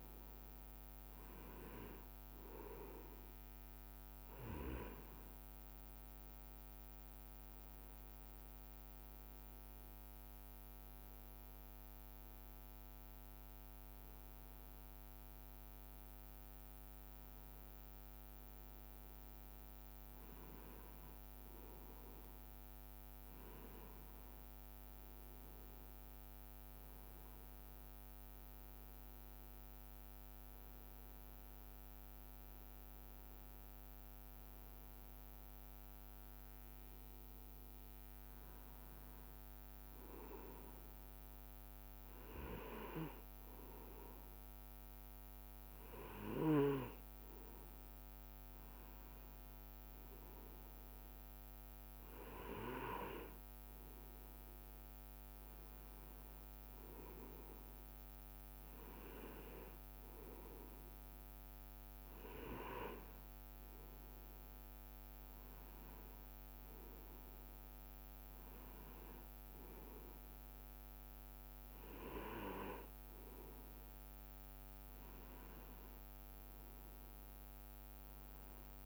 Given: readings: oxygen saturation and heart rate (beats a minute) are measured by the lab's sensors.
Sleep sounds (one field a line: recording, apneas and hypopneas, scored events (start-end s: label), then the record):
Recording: breathing in sleep by a microphone on the trachea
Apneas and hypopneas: none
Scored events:
none scored
From the record:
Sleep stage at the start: N2 (light sleep)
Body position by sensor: on the right side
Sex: male